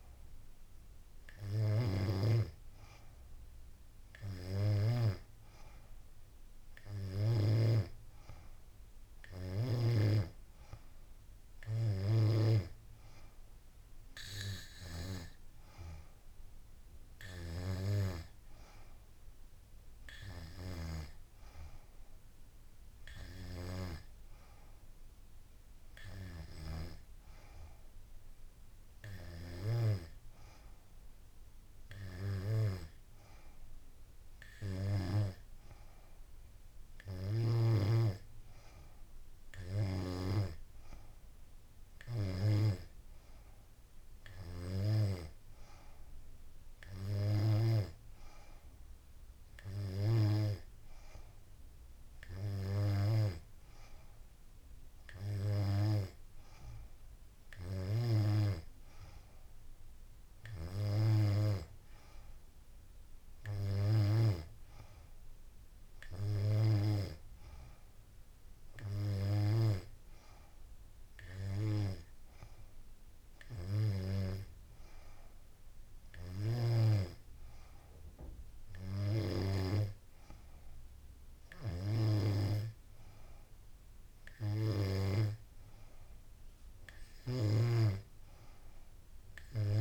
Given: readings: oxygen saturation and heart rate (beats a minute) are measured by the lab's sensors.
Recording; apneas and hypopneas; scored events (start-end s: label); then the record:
breathing in sleep by a room microphone; none
none scored
From the record:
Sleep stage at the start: N3 (deep sleep); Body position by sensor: on the back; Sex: female